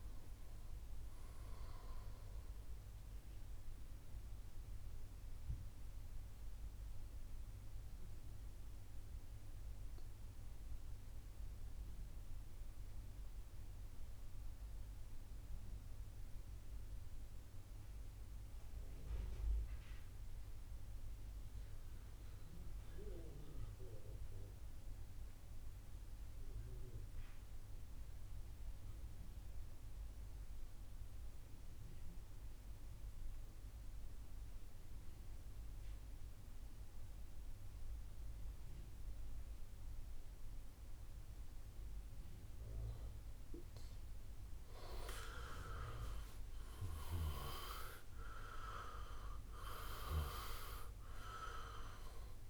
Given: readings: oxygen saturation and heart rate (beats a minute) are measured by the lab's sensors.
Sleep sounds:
breathing in sleep by a room microphone; 1
2.00-44.00 s: mixed apnea (oxygen 99% before, 83% lowest, heart rate 62 before, 59 extreme, up 11 after)
23.50-52.50 s: oxygen desaturation (device-marked, oxygen 98% before, 83% lowest, heart rate 65 before, 59 extreme)
45.50-48.50 s: arousal
From the record:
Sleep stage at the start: N2 (light sleep); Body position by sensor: on the back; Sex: male

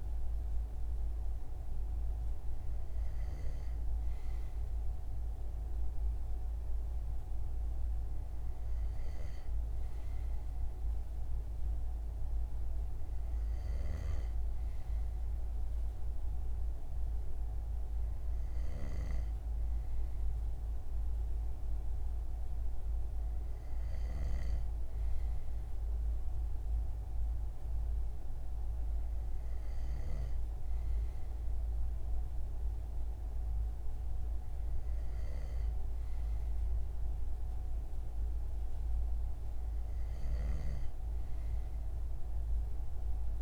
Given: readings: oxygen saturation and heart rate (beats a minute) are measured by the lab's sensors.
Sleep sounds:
breathing in sleep, hard to hear, by a room microphone; none
13.00-24.00 s: snoring (device-marked)
From the record:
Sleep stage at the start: N2 (light sleep); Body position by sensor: on the front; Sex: male

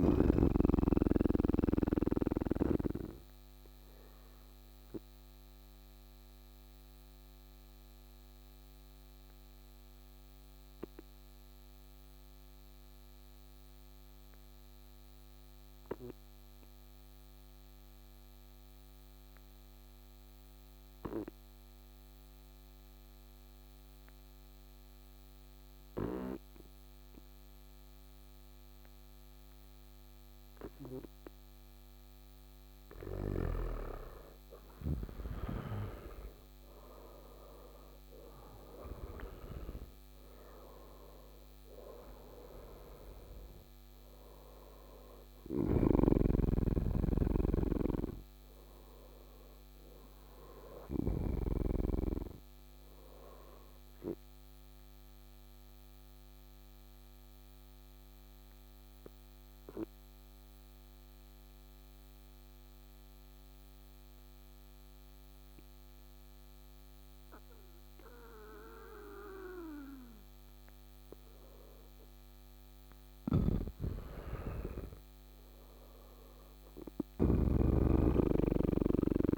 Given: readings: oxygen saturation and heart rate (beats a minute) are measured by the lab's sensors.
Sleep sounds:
breathing in sleep by a microphone on the trachea; 2
3.00-30.00 s: obstructive apnea (oxygen 98% before, 94% lowest, heart rate 64 before, 56 extreme, up 10 after)
33.00-39.00 s: arousal
45.00-51.00 s: snoring (device-marked)
55.50-70.50 s: obstructive apnea (oxygen 97% before, 95% lowest, heart rate 65 before, 54 extreme, up 8 after)
72.50-77.00 s: snoring (device-marked)
73.00-77.00 s: arousal
From the record:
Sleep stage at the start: N2 (light sleep); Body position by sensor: on the back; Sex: male

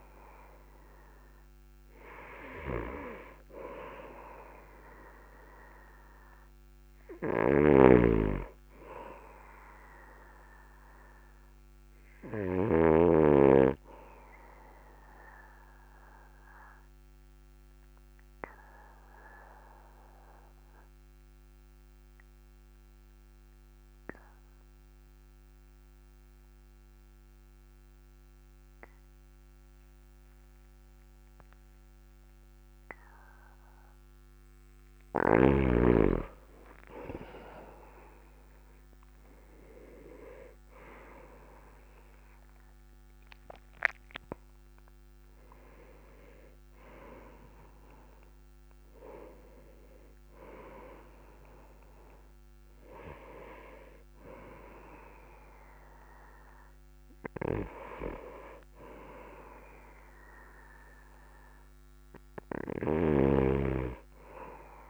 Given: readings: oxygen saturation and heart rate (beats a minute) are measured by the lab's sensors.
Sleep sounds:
breathing in sleep by a microphone on the trachea; 1
8.00-13.50 s: snoring (device-marked)
15.00-34.00 s: obstructive apnea (oxygen 99% before, 96% lowest, heart rate 46 before, 42 extreme, up 6 after)
37.00-42.00 s: arousal
From the record:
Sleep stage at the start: N2 (light sleep); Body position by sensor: on the back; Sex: male

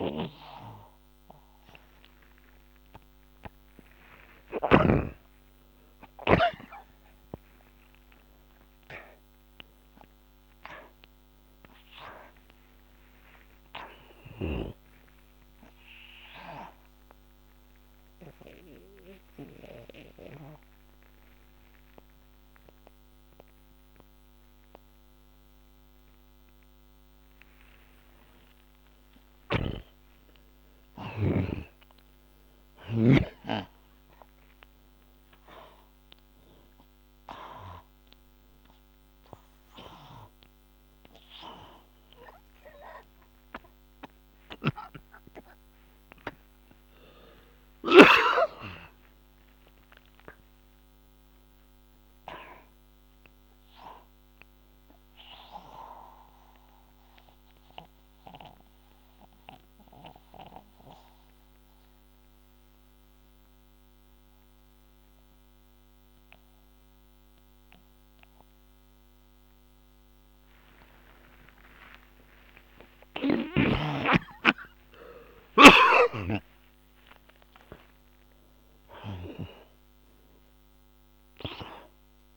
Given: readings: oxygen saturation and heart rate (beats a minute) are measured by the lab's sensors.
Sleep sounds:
a person partly awake in a sleep study, by a microphone on the trachea; 2
0.00-5.00 s: snoring (device-marked)
0.00-6.50 s: oxygen desaturation (device-marked, oxygen 90% lowest, heart rate 73 extreme)
7.50-82.37 s: new sleep stage, N2 (light sleep)
16.50-21.50 s: oxygen desaturation (device-marked, oxygen 95% before, 91% lowest, heart rate 96 before, 73 extreme)
16.50-27.50 s: mixed apnea (oxygen 95% before, 74% lowest, heart rate 96 before, 73 extreme, up 26 after)
28.50-33.50 s: arousal
28.50-37.50 s: oxygen desaturation (device-marked, oxygen 93% before, 88% lowest, heart rate 96 before, 70 extreme)
39.50-52.50 s: oxygen desaturation (device-marked, oxygen 91% before, 74% lowest, heart rate 88 before, 46 extreme)
44.50-48.50 s: snoring (device-marked)
50.50-54.50 s: arousal
56.50-71.50 s: mixed apnea (oxygen 94% before, 78% lowest, heart rate 84 before, 46 extreme)
73.00-79.00 s: arousal
From the record:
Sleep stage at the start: awake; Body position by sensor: on the back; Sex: male

